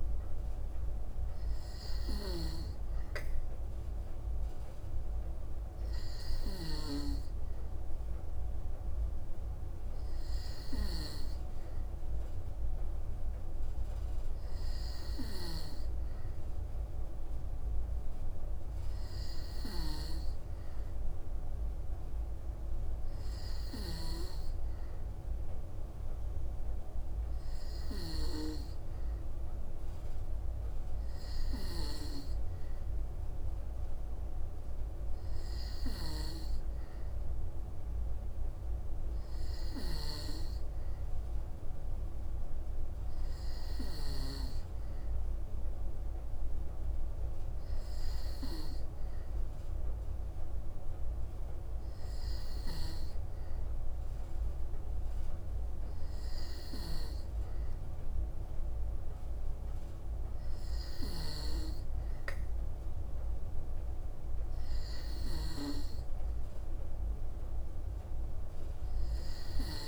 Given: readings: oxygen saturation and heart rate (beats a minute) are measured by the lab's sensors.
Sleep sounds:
breathing in sleep by a room microphone; none
none scored
From the record:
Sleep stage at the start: N2 (light sleep); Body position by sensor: on the back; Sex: female

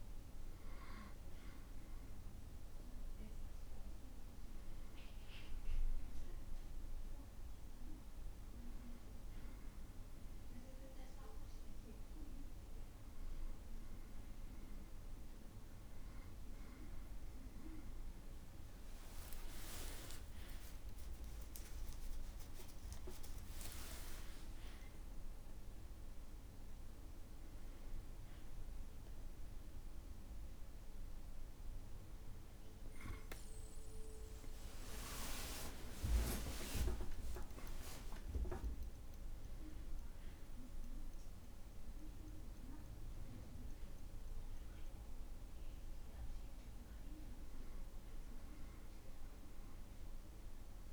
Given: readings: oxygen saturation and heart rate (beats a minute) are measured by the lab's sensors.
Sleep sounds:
breathing in sleep by a room microphone; none
20.00-22.00 s: long interval between heartbeats (device-marked, heart rate 58 before, 69 extreme)
37.00-40.50 s: arousal
From the record:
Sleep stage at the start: N2 (light sleep); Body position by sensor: on the back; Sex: male

